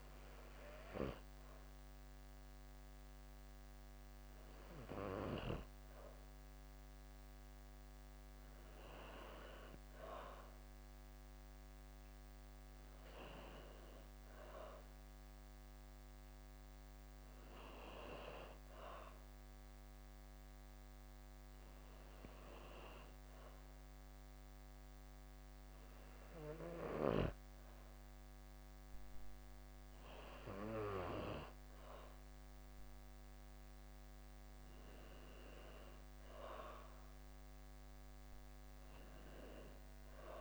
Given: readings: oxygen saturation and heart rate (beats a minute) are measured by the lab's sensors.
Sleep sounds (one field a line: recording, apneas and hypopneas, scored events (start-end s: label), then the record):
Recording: breathing in sleep by a microphone on the trachea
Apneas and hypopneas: none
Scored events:
0.00-1.00 s: oxygen desaturation (device-marked, oxygen 93% lowest, heart rate 36 extreme)
38.00-40.41 s: arousal
From the record:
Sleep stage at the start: N2 (light sleep)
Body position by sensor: on the back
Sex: female